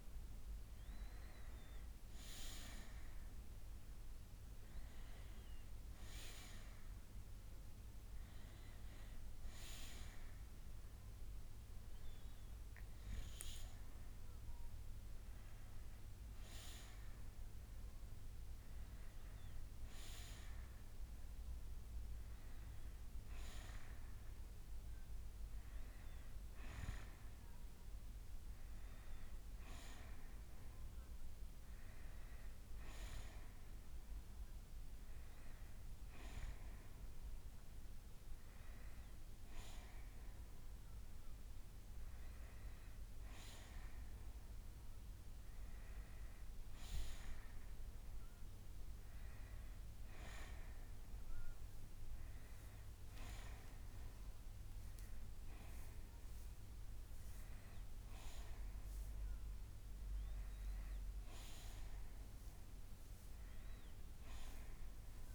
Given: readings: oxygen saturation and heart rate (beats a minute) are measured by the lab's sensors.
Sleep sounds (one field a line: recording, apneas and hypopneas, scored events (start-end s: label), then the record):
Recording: breathing in sleep by a room microphone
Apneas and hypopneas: none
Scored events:
20.00-24.00 s: bradycardia (device-marked, heart rate 67 before, 52 extreme)
34.00-41.00 s: bradycardia (device-marked, heart rate 66 before, 58 extreme)
From the record:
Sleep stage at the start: N2 (light sleep)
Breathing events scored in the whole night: 171 in 4.9 hours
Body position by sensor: on the back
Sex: male